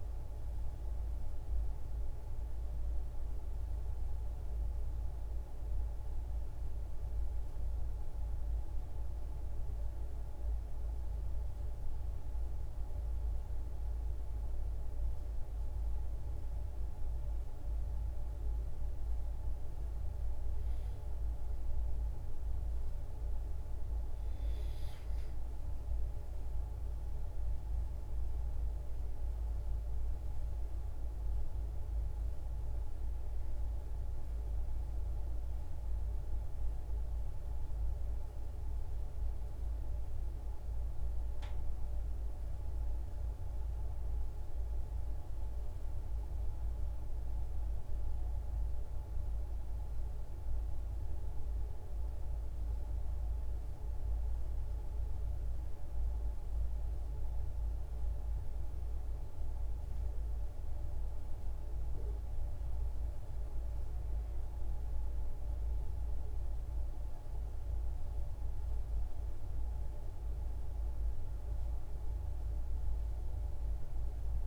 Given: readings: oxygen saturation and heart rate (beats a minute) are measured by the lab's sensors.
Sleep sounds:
breathing in sleep, hard to hear, by a room microphone; 1
0.00-21.00 s: oxygen desaturation (device-marked, oxygen 89% lowest, heart rate 52 extreme)
4.50-24.50 s: hypopnea (oxygen 99% before, 89% lowest, heart rate 57 before, 52 extreme, up 4 after)
26.00-29.50 s: arousal
35.00-58.00 s: oxygen desaturation (device-marked, oxygen 98% before, 91% lowest, heart rate 54 before, 51 extreme)
From the record:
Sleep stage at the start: N2 (light sleep); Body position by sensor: on the back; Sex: female

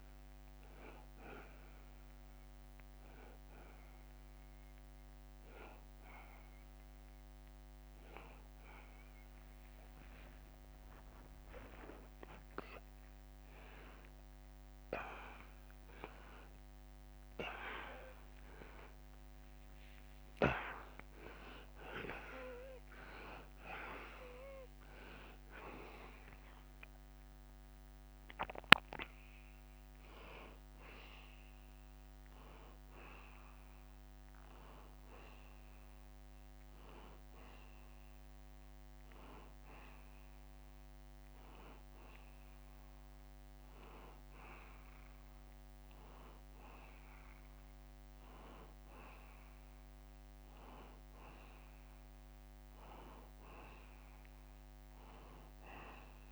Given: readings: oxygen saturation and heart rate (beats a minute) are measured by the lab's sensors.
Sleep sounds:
a person awake in a sleep study, by a microphone on the trachea; none
2.50-12.50 s: drop in pulse transit time (device-marked, heart rate 74 before, 66 extreme)
24.00-26.00 s: long interval between heartbeats (device-marked, heart rate 85 before, 87 extreme)
27.50-44.50 s: drop in pulse transit time (device-marked, heart rate 86 before, 78 extreme)
31.00-33.00 s: long interval between heartbeats (device-marked, heart rate 84 before, 80 extreme)
31.50-38.50 s: oxygen desaturation (device-marked, oxygen 96% before, 91% lowest, heart rate 84 before, 82 extreme)
From the record:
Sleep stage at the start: awake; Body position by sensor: on the back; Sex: male

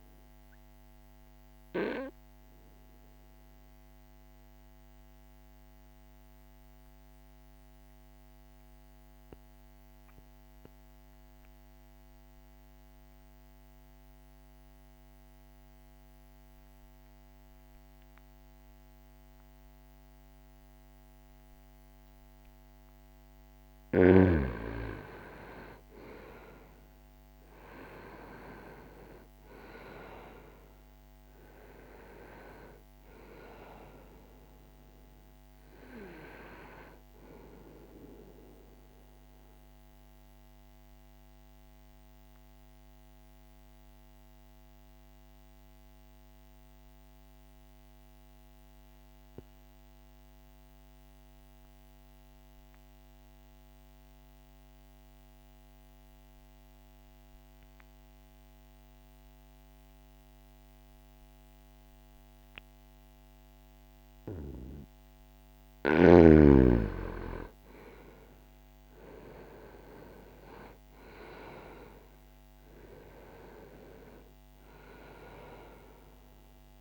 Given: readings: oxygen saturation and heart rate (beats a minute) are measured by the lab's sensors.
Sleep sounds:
breathing in sleep by a microphone on the trachea; 2
0.00-16.00 s: oxygen desaturation (device-marked, oxygen 87% lowest, heart rate 61 extreme)
1.00-76.81 s: new sleep stage, N2 (light sleep)
1.50-22.50 s: obstructive apnea (oxygen 98% before, 87% lowest, heart rate 63 before, 60 extreme, up 0 after)
24.00-28.00 s: arousal
26.00-59.00 s: oxygen desaturation (device-marked, oxygen 97% before, 87% lowest, heart rate 65 before, 60 extreme)
38.50-64.00 s: obstructive apnea (oxygen 97% before, 87% lowest, heart rate 63 before, 59 extreme, up 1 after)
65.50-70.50 s: arousal
70.00-76.81 s: oxygen desaturation (device-marked, oxygen 97% before, 90% lowest, heart rate 62 before, 59 extreme)
From the record:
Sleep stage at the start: N1 (lightest sleep); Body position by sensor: on the back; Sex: male

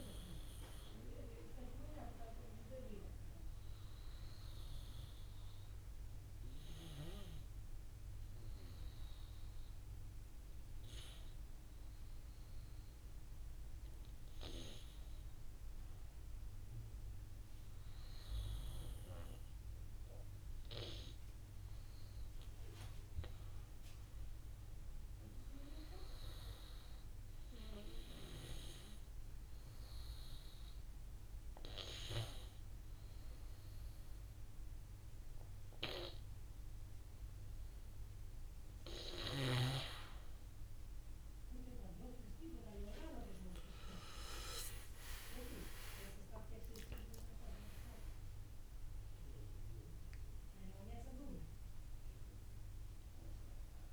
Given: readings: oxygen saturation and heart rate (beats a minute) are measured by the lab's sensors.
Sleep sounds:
breathing in sleep by a room microphone; 2
6.00-17.00 s: obstructive apnea (oxygen 95% before, 88% lowest, heart rate 65 before, 62 extreme, up 6 after)
19.50-22.00 s: arousal
21.50-28.50 s: oxygen desaturation (device-marked, oxygen 95% before, 90% lowest, heart rate 62 before, 62 extreme)
27.50-38.00 s: hypopnea (oxygen 95% before, 88% lowest, heart rate 64 before, 54 extreme, up 19 after)
42.00-45.50 s: arousal
42.50-53.93 s: oxygen desaturation (device-marked, oxygen 93% before, 88% lowest, heart rate 64 before, 54 extreme)
46.50-53.93 s: drop in pulse transit time (device-marked, heart rate 66 before, 54 extreme)
From the record:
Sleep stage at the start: N2 (light sleep); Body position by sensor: on the back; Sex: male

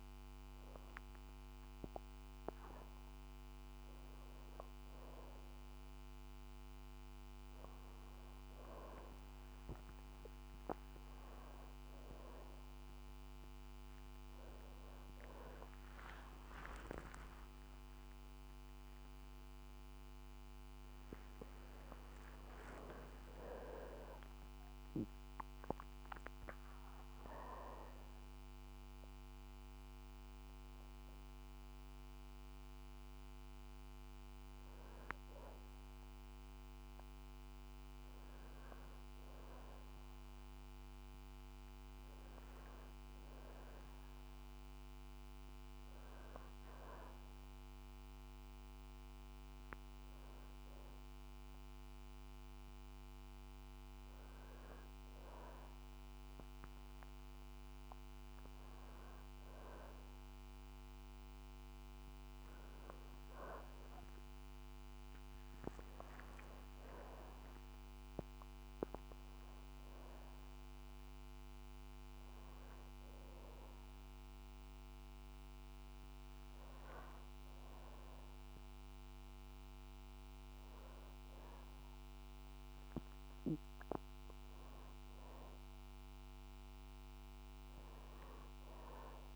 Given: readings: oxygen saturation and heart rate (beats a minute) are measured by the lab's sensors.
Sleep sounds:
breathing in sleep by a microphone on the trachea; 1
17.50-23.00 s: arousal
28.50-39.00 s: mixed apnea (oxygen 93% before, 92% lowest, heart rate 66 before, 61 extreme, up 2 after)
41.50-46.00 s: arousal
66.50-77.50 s: oxygen desaturation (device-marked, oxygen 95% before, 92% lowest, heart rate 62 before, 63 extreme)
From the record:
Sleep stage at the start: N2 (light sleep); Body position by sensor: on the back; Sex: female

